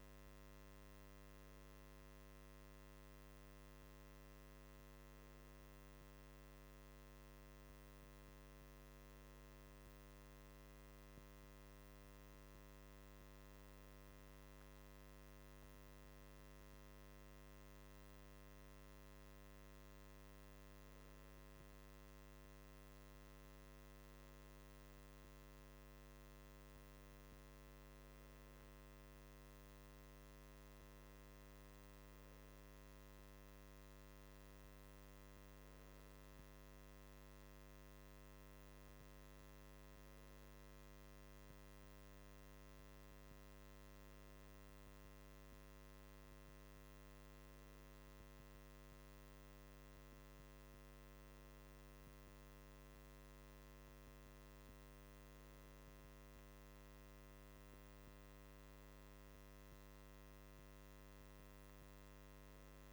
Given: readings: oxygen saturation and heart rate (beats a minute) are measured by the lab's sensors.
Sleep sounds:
breathing in sleep, hard to hear, by a microphone on the trachea; none
none scored
From the record:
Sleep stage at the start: N2 (light sleep); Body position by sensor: on the right side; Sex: male

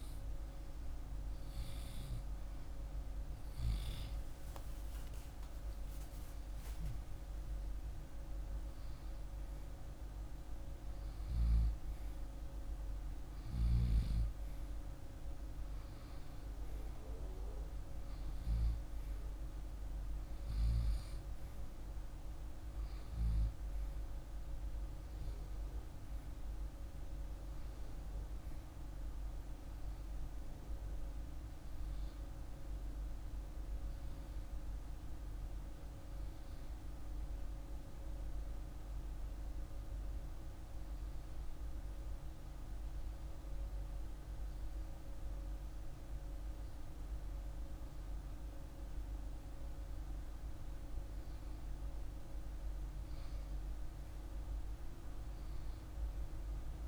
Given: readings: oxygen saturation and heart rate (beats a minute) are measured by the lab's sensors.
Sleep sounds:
breathing in sleep, hard to hear, by a room microphone; 1
3.50-7.00 s: arousal
7.50-14.50 s: oxygen desaturation (device-marked, oxygen 97% before, 94% lowest, heart rate 50 before, 48 extreme)
41.50-51.50 s: hypopnea (oxygen 98% before, 97% lowest, heart rate 51 before, 49 extreme, up 1 after)
53.50-56.88 s: arousal
From the record:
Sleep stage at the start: REM sleep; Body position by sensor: on the left side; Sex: male

